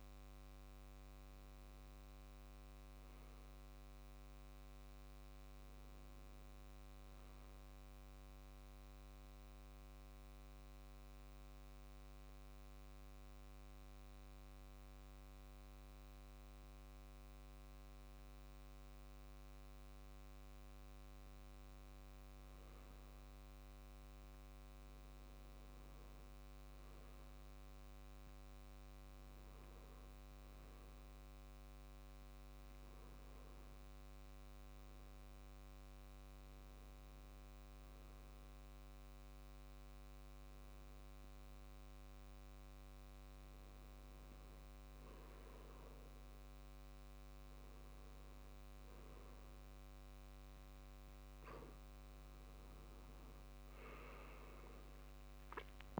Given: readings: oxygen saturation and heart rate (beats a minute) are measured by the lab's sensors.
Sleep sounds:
breathing in sleep, hard to hear, by a microphone on the trachea; 2
2.50-6.00 s: arousal
9.00-21.00 s: mixed apnea (oxygen 99% before, 93% lowest, heart rate 79 before, 75 extreme, up 3 after)
23.00-27.00 s: arousal
25.00-39.00 s: oxygen desaturation (device-marked, oxygen 97% before, 93% lowest, heart rate 77 before, 77 extreme)
36.00-49.00 s: hypopnea (oxygen 97% before, 93% lowest, heart rate 78 before, 72 extreme, up 5 after)
52.50-56.00 s: arousal
From the record:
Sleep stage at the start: N2 (light sleep); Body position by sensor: on the right side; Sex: male

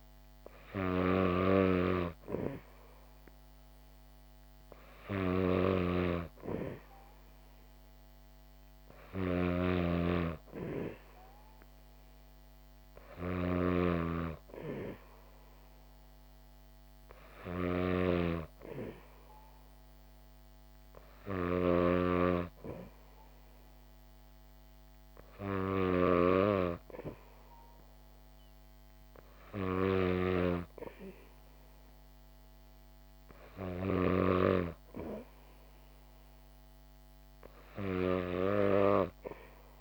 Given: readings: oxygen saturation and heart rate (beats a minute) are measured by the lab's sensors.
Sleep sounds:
breathing in sleep by a microphone on the trachea; none
0.00-39.81 s: snoring (device-marked)
From the record:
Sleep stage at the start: N2 (light sleep); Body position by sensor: on the back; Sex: female

